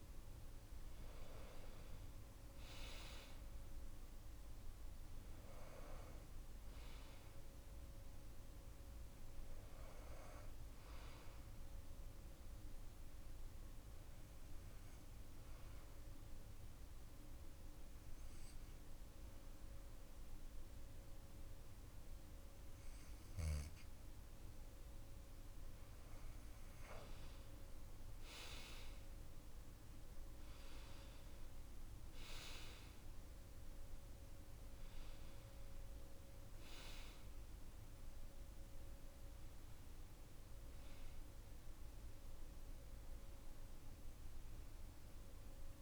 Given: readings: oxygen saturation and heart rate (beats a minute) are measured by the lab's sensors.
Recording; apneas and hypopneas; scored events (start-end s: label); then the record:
breathing in sleep by a room microphone; 1
0.00-18.50 s: oxygen desaturation (device-marked, oxygen 91% lowest)
13.50-24.50 s: obstructive apnea (oxygen 95% before, 91% lowest)
27.00-30.50 s: arousal
From the record:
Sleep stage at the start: N2 (light sleep); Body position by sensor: on the back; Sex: male